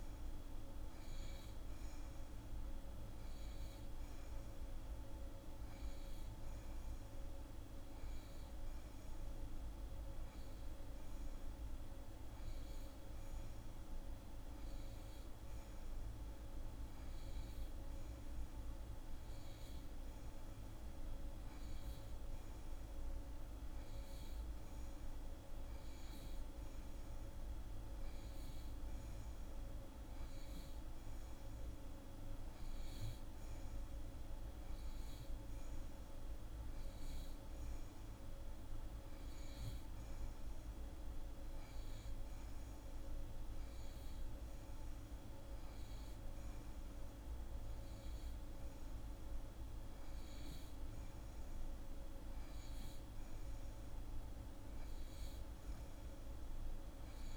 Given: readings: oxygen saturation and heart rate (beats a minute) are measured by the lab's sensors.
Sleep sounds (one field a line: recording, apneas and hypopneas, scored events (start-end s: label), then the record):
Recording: breathing in sleep, hard to hear, by a room microphone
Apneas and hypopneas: none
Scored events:
none scored
From the record:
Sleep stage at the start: N2 (light sleep)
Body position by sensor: on the back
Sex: female